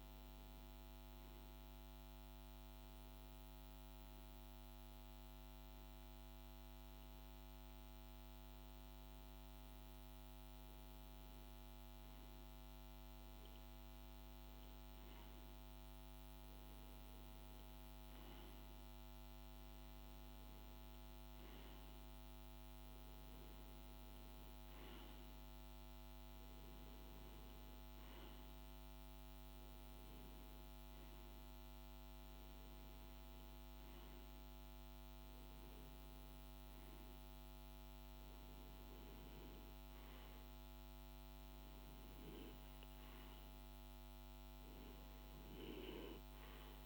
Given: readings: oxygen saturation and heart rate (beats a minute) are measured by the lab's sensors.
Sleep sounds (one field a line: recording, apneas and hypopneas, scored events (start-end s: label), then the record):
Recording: breathing in sleep, hard to hear, by a microphone on the trachea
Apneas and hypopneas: none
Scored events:
none scored
From the record:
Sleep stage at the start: REM sleep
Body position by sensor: on the back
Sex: male